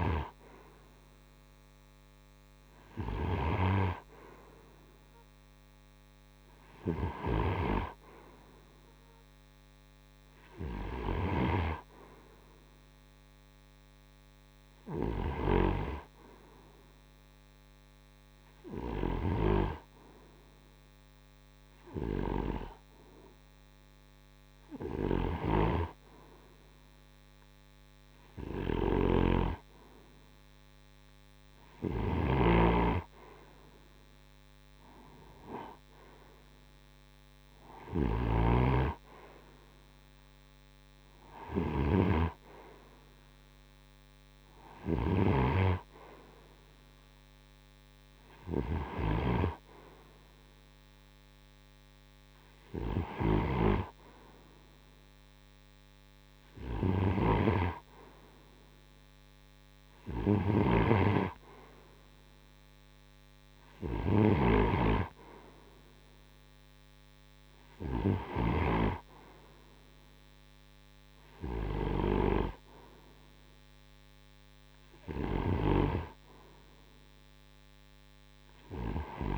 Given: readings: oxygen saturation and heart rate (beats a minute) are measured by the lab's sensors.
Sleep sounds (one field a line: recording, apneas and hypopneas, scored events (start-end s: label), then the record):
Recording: breathing in sleep by a microphone on the trachea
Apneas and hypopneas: none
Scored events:
10.00-67.50 s: snoring (device-marked)
From the record:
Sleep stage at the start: N2 (light sleep)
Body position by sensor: on the right side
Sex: male